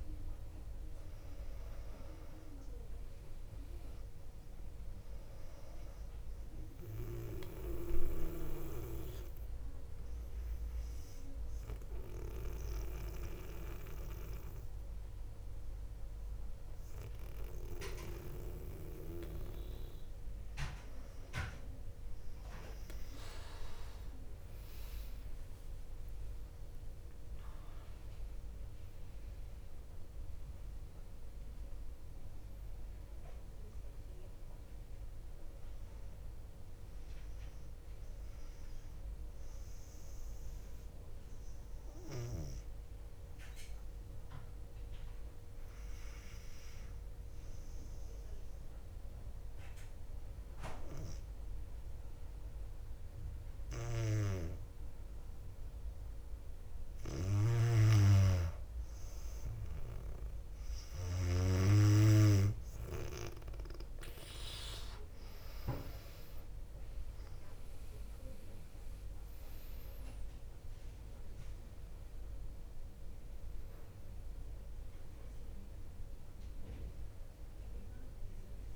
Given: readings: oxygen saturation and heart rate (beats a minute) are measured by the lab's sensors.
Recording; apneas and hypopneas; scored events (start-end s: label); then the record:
breathing in sleep by a room microphone; 2
0.00-1.50 s: arousal
0.00-20.50 s: oxygen desaturation (device-marked, oxygen 95% lowest, heart rate 57 extreme)
7.00-20.50 s: mixed apnea (oxygen 99% before, 94% lowest, heart rate 61 before, 57 extreme, up 6 after)
24.50-28.50 s: arousal
41.50-57.50 s: hypopnea (oxygen 99% before, 94% lowest, heart rate 62 before, 56 extreme, up 6 after)
57.00-61.50 s: snoring (device-marked)
61.50-78.50 s: oxygen desaturation (device-marked, oxygen 99% before, 94% lowest, heart rate 57 before, 58 extreme)
66.00-72.00 s: arousal
From the record:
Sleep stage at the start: N2 (light sleep); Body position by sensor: on the back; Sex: female